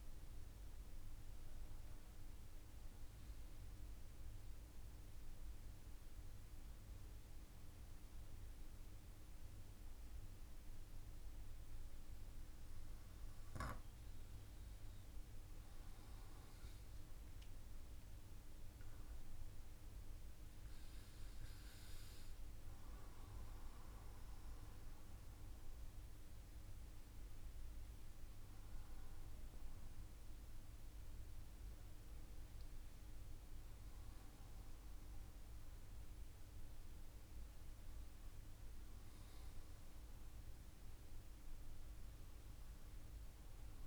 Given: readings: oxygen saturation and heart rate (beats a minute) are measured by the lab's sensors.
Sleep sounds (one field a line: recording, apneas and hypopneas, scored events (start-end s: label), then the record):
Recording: breathing in sleep, hard to hear, by a room microphone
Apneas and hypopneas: none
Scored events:
none scored
From the record:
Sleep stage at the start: N1 (lightest sleep)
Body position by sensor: on the front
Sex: male